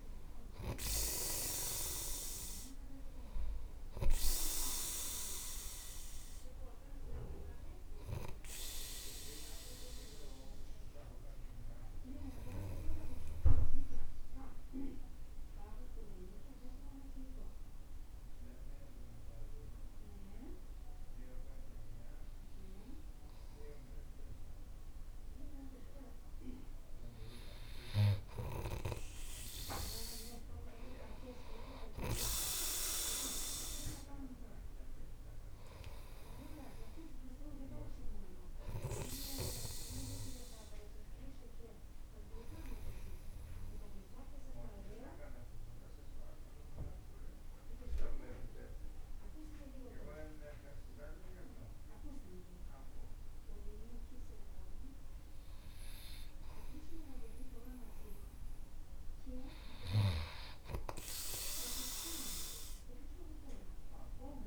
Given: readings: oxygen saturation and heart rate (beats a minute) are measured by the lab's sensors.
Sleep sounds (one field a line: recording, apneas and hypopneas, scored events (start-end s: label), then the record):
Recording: breathing in sleep by a room microphone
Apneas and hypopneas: 1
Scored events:
0.00-2.50 s: oxygen desaturation (device-marked, oxygen 92% lowest, heart rate 49 extreme)
23.50-30.50 s: oxygen desaturation (device-marked, oxygen 96% before, 92% lowest, heart rate 51 before, 50 extreme)
36.00-39.50 s: arousal
46.00-57.00 s: obstructive apnea (oxygen 96% before, 93% lowest, heart rate 52 before, 48 extreme, up 5 after)
58.50-64.47 s: oxygen desaturation (device-marked, oxygen 97% before, 93% lowest, heart rate 51 before, 48 extreme)
59.00-62.50 s: arousal
From the record:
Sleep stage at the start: N2 (light sleep)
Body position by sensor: on the right side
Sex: male